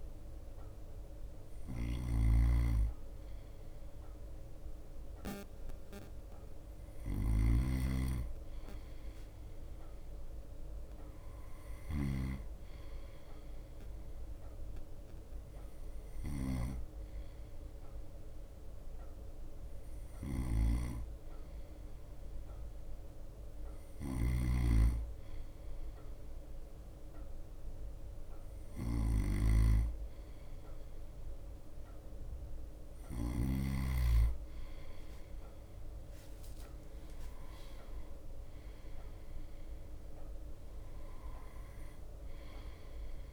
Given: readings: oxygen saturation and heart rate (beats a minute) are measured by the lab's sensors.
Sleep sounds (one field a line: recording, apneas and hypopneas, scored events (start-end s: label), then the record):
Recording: breathing in sleep by a room microphone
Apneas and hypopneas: none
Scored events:
0.00-33.50 s: bradycardia (device-marked, heart rate 56 extreme)
0.00-34.00 s: snoring (device-marked)
4.50-19.50 s: drop in pulse transit time (device-marked, heart rate 57 before, 56 extreme)
35.00-38.50 s: arousal
36.50-43.32 s: drop in pulse transit time (device-marked, heart rate 57 before, 57 extreme)
37.00-39.00 s: long interval between heartbeats (device-marked, heart rate 57 before, 68 extreme)
39.50-43.32 s: bradycardia (device-marked, heart rate 57 before, 56 extreme)
From the record:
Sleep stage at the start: N2 (light sleep)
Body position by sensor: on the right side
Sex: male